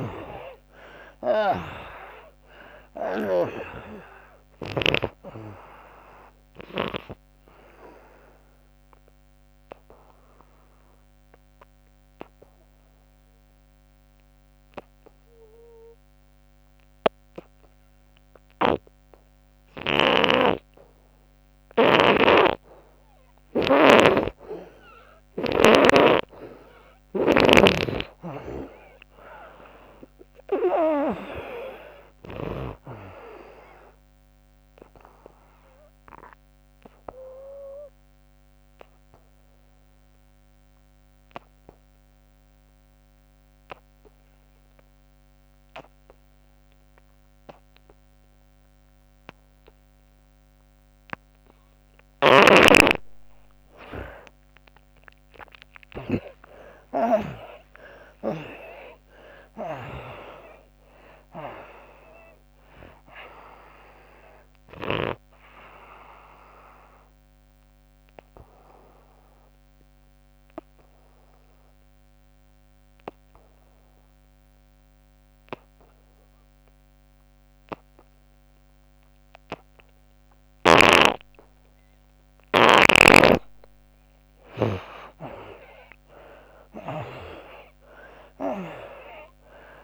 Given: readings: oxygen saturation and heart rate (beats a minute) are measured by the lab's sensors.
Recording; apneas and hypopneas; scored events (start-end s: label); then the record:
breathing in sleep by a microphone on the trachea; 3
0.00-1.50 s: arousal
0.00-4.50 s: snoring (device-marked)
2.50-15.50 s: oxygen desaturation (device-marked, oxygen 95% before, 80% lowest, heart rate 71 before, 63 extreme)
9.00-23.00 s: obstructive apnea (oxygen 97% before, 75% lowest, heart rate 77 before, 63 extreme, up 16 after)
19.50-32.50 s: snoring (device-marked)
26.50-52.50 s: oxygen desaturation (device-marked, oxygen 97% before, 81% lowest, heart rate 74 before, 64 extreme)
27.00-31.50 s: arousal
35.00-52.00 s: obstructive apnea (oxygen 97% before, 75% lowest, heart rate 71 before, 64 extreme, up 38 after)
52.00-58.00 s: snoring (device-marked)
55.00-60.00 s: arousal
57.50-77.50 s: oxygen desaturation (device-marked, oxygen 95% before, 75% lowest, heart rate 73 before, 65 extreme)
66.00-82.50 s: obstructive apnea (oxygen 95% before, 75% lowest, heart rate 82 before, 65 extreme, up 30 after)
85.00-89.50 s: arousal
From the record:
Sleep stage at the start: N2 (light sleep); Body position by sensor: on the back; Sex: female